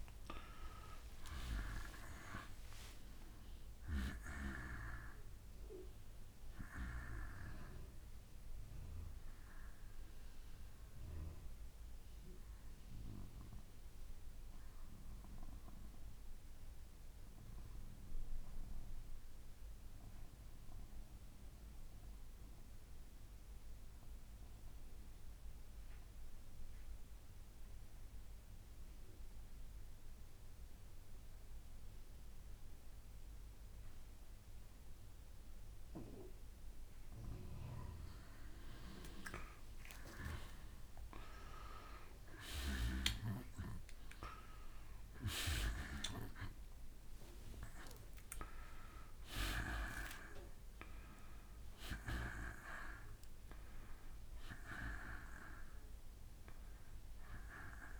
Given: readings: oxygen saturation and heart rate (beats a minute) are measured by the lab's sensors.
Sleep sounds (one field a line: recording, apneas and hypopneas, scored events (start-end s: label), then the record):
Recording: breathing in sleep by a room microphone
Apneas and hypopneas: 1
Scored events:
0.00-16.50 s: oxygen desaturation (device-marked, oxygen 89% lowest, heart rate 58 extreme)
11.00-35.50 s: obstructive apnea (oxygen 96% before, 85% lowest, heart rate 68 before, 61 extreme, up 3 after)
32.50-43.50 s: oxygen desaturation (device-marked, oxygen 96% before, 91% lowest, heart rate 61 before, 61 extreme)
40.00-44.50 s: arousal
45.50-58.00 s: oxygen desaturation (device-marked, oxygen 94% before, 85% lowest, heart rate 62 before, 60 extreme)
From the record:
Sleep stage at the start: N2 (light sleep)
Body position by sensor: on the back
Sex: male